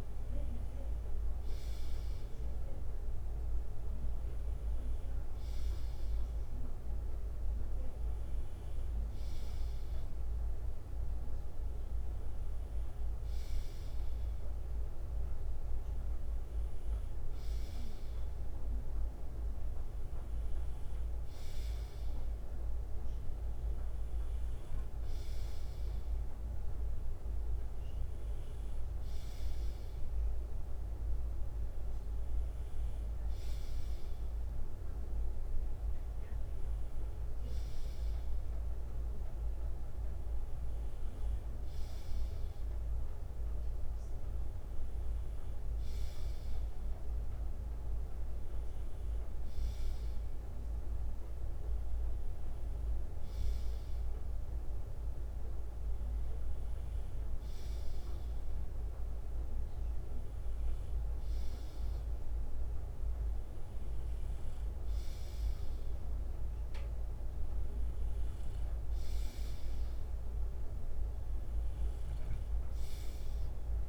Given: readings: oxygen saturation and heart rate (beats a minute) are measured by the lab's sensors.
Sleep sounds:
breathing in sleep, hard to hear, by a room microphone; none
33.50-39.50 s: bradycardia (device-marked, heart rate 61 before, 49 extreme)
40.50-43.50 s: bradycardia (device-marked, heart rate 60 before, 49 extreme)
56.50-59.50 s: bradycardia (device-marked, heart rate 61 before, 60 extreme)
From the record:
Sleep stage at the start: N2 (light sleep); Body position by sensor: on the left side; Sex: male

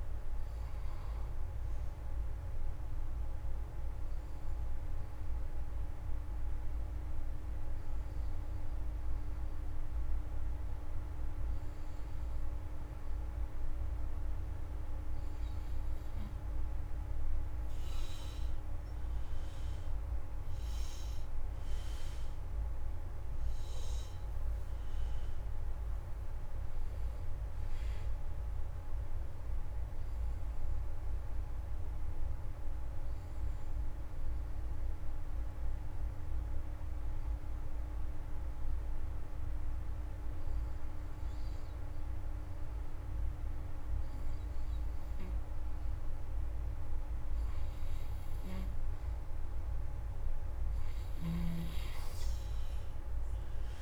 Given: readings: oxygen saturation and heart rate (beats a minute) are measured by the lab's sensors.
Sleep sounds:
breathing in sleep, hard to hear, by a room microphone; 2
0.00-4.50 s: oxygen desaturation (device-marked, oxygen 87% lowest)
4.50-15.50 s: obstructive apnea (oxygen 96% before, 84% lowest)
19.50-23.00 s: arousal
27.50-40.50 s: oxygen desaturation (device-marked, oxygen 95% before, 86% lowest)
30.00-44.50 s: obstructive apnea (oxygen 96% before, 84% lowest)
50.50-53.81 s: oxygen desaturation (device-marked, oxygen 97% before, 84% lowest)
50.50-53.81 s: snoring (device-marked)
From the record:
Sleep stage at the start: N2 (light sleep); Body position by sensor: on the left side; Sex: male

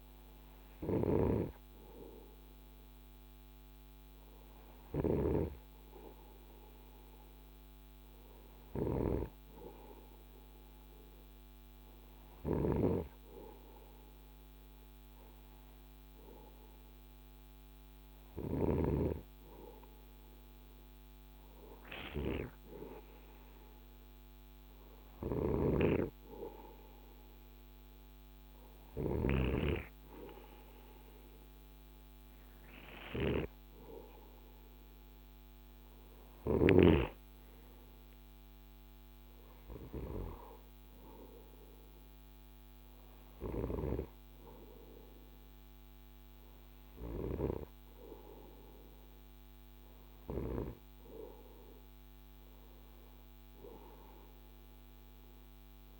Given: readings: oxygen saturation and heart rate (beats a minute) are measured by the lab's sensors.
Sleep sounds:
breathing in sleep by a microphone on the trachea; none
0.00-4.50 s: snoring (device-marked)
11.50-18.00 s: snoring (device-marked)
24.50-28.50 s: snoring (device-marked)
From the record:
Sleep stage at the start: REM sleep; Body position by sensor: on the right side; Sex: male

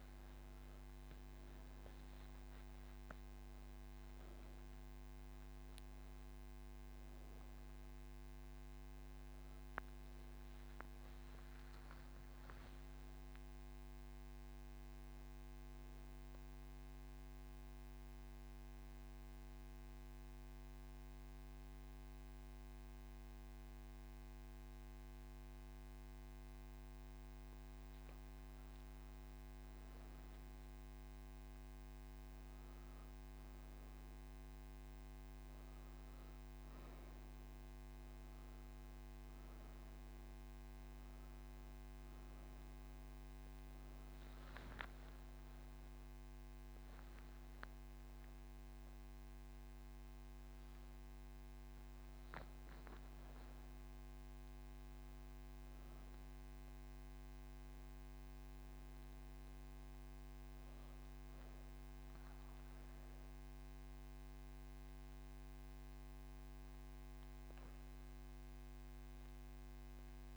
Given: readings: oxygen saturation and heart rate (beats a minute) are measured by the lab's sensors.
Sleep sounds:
breathing in sleep, hard to hear, by a microphone on the trachea; none
none scored
From the record:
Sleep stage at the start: N3 (deep sleep); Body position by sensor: on the right side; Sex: female

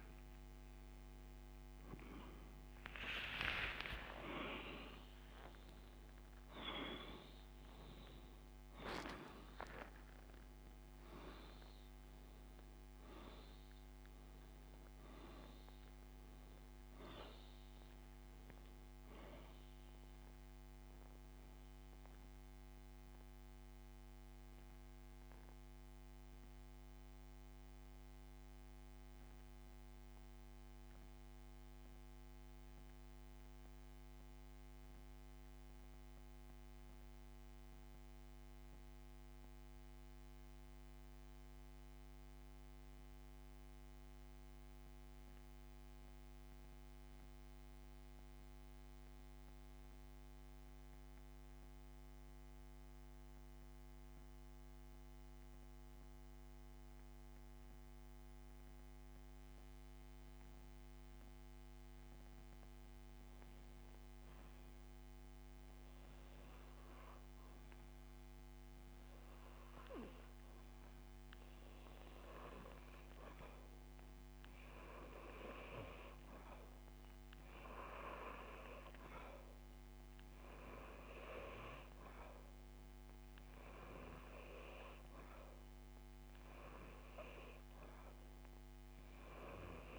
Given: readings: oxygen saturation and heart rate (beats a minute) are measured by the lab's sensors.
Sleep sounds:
breathing in sleep by a microphone on the trachea; 1
0.00-4.50 s: arousal
8.50-48.50 s: oxygen desaturation (device-marked, oxygen 96% before, 87% lowest, heart rate 84 before, 62 extreme)
26.00-64.50 s: central apnea (oxygen 97% before, 86% lowest, heart rate 86 before, 62 extreme, up 16 after)
67.00-70.00 s: arousal
71.50-89.99 s: oxygen desaturation (device-marked, oxygen 98% before, 86% lowest)
From the record:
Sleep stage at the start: N2 (light sleep); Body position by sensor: on the back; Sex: male

